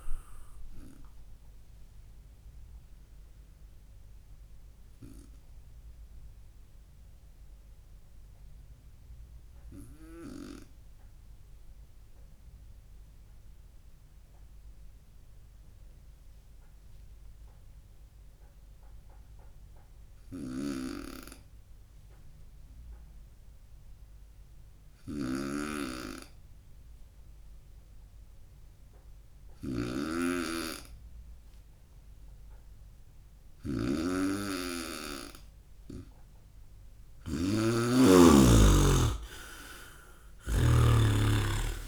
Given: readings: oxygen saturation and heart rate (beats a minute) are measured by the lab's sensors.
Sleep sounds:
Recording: breathing in sleep by a room microphone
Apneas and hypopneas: 1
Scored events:
1.50-34.00 s: obstructive apnea (oxygen 97% before, 92% lowest, heart rate 69 before, 63 extreme, up 9 after)
18.50-27.50 s: oxygen desaturation (device-marked, oxygen 96% before, 93% lowest, heart rate 69 before, 63 extreme)
20.50-41.88 s: snoring (device-marked)
37.00-41.50 s: arousal
From the record:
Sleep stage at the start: N2 (light sleep)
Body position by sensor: on the right side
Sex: male

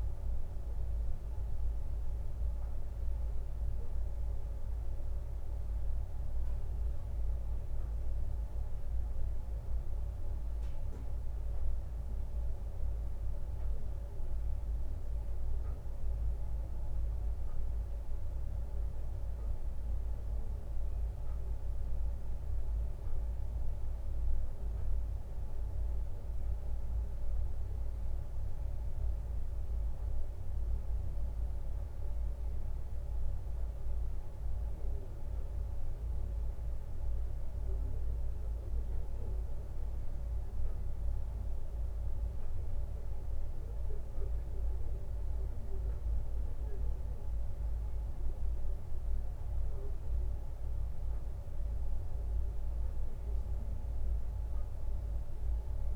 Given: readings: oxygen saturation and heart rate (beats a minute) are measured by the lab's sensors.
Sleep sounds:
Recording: breathing in sleep, hard to hear, by a room microphone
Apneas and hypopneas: none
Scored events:
2.00-11.00 s: leg movement (device-marked)
12.00-19.00 s: leg movement (device-marked)
21.50-22.50 s: leg movement (device-marked)
27.00-29.00 s: leg movement (device-marked)
30.00-31.00 s: leg movement (device-marked)
33.50-35.00 s: leg movement (device-marked)
35.50-36.00 s: leg movement (device-marked)
From the record:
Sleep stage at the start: N1 (lightest sleep)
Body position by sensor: on the right side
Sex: male

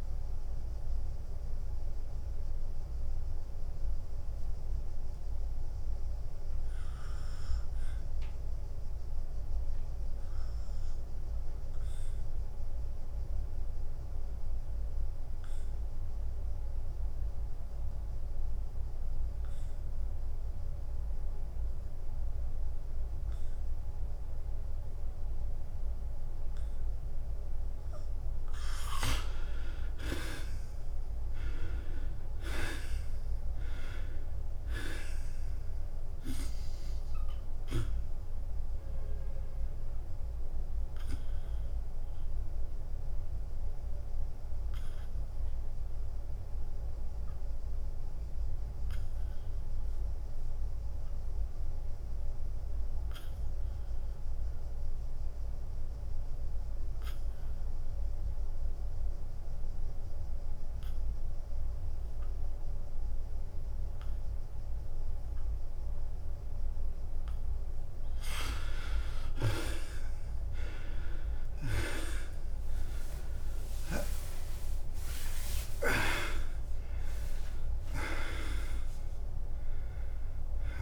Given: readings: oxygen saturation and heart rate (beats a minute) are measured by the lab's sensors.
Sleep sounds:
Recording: breathing in sleep by a room microphone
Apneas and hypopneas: 2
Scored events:
0.00-3.00 s: oxygen desaturation (device-marked, oxygen 89% lowest, heart rate 86 extreme)
0.00-10.00 s: drop in pulse transit time (device-marked, heart rate 86 extreme)
1.00-29.00 s: mixed apnea (oxygen 97% before, 77% lowest, heart rate 90 before, 87 extreme, up 4 after)
26.00-56.00 s: oxygen desaturation (device-marked, oxygen 98% before, 77% lowest, heart rate 91 before, 86 extreme)
30.00-43.00 s: drop in pulse transit time (device-marked, heart rate 91 before, 90 extreme)
31.00-34.50 s: arousal
41.50-69.00 s: obstructive apnea (oxygen 98% before, 75% lowest, heart rate 92 before, 86 extreme, up 10 after)
70.00-80.82 s: drop in pulse transit time (device-marked, heart rate 90 before, 92 extreme)
76.50-80.82 s: arousal
From the record:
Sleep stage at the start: N2 (light sleep)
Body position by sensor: on the back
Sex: male

